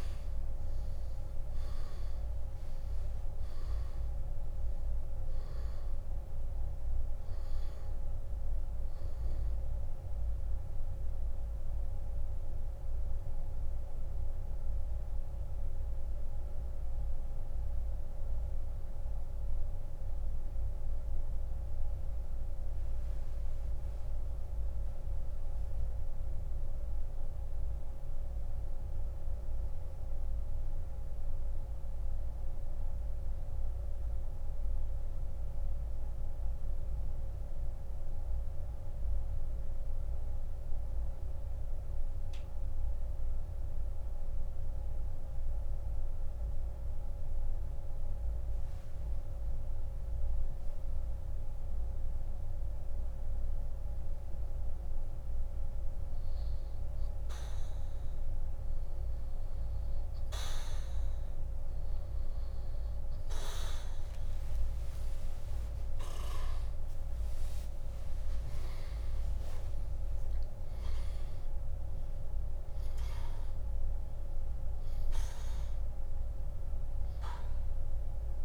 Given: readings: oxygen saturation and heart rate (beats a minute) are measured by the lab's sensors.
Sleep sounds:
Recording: breathing in sleep, hard to hear, by a room microphone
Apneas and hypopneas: 1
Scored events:
5.50-46.50 s: oxygen desaturation (device-marked, oxygen 95% before, 85% lowest, heart rate 81 before, 54 extreme)
11.50-55.00 s: mixed apnea (oxygen 97% before, 85% lowest, heart rate 87 before, 47 extreme, up 41 after)
64.00-69.00 s: arousal
68.50-78.45 s: oxygen desaturation (device-marked, oxygen 97% before, 85% lowest, heart rate 82 before, 46 extreme)
From the record:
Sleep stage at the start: N2 (light sleep)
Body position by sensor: on the back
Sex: male

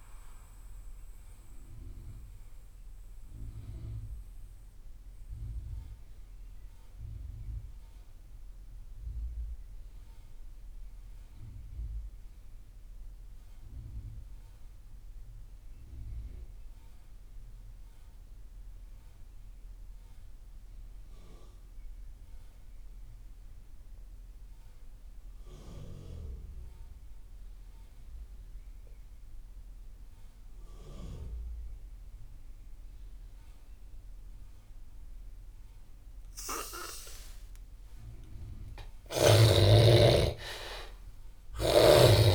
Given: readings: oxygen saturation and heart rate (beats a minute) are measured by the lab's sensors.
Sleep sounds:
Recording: breathing in sleep by a room microphone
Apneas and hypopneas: 1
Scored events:
0.00-16.50 s: oxygen desaturation (device-marked, oxygen 77% lowest)
2.00-37.50 s: mixed apnea (oxygen 98% before, 74% lowest)
28.50-42.35 s: oxygen desaturation (device-marked, oxygen 98% before, 74% lowest)
39.00-42.35 s: arousal
From the record:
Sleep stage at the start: N2 (light sleep)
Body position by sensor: on the back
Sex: male

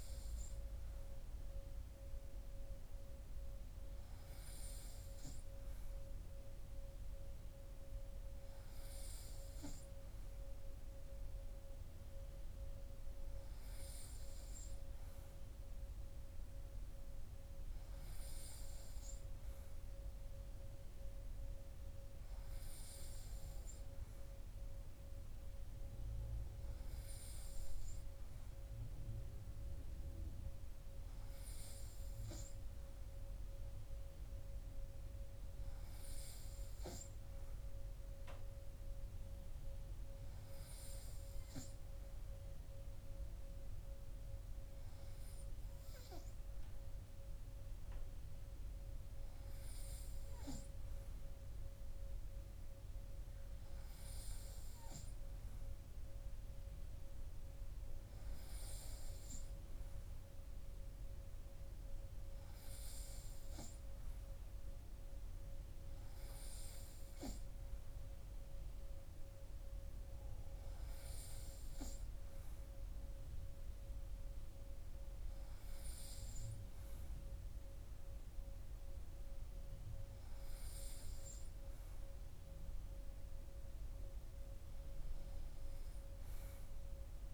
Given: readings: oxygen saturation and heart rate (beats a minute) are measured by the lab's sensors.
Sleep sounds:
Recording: breathing in sleep, hard to hear, by a room microphone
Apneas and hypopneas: none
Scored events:
none scored
From the record:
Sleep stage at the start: N3 (deep sleep)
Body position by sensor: on the right side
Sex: male

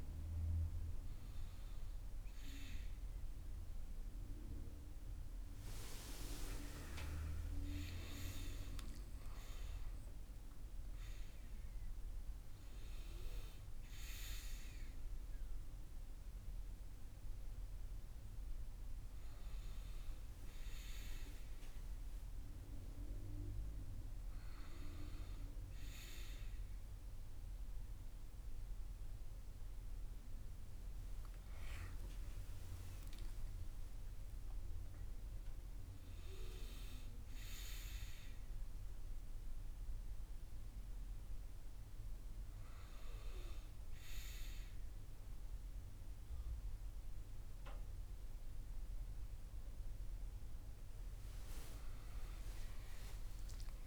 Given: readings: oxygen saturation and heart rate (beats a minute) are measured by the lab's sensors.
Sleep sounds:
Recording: a person awake in a sleep study, by a room microphone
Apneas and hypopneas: none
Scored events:
none scored
From the record:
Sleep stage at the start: awake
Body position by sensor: on the back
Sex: male

